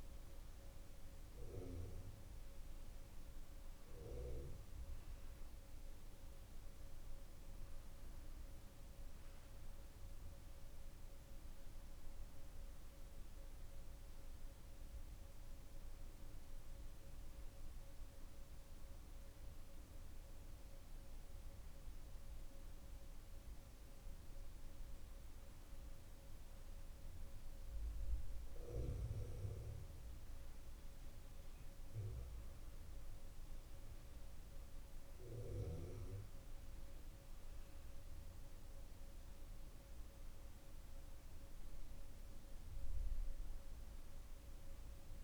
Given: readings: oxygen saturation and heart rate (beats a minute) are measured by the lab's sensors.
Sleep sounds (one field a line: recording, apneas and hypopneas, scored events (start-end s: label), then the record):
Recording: breathing in sleep by a room microphone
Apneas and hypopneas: none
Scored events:
none scored
From the record:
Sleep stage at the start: N2 (light sleep)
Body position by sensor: on the back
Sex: male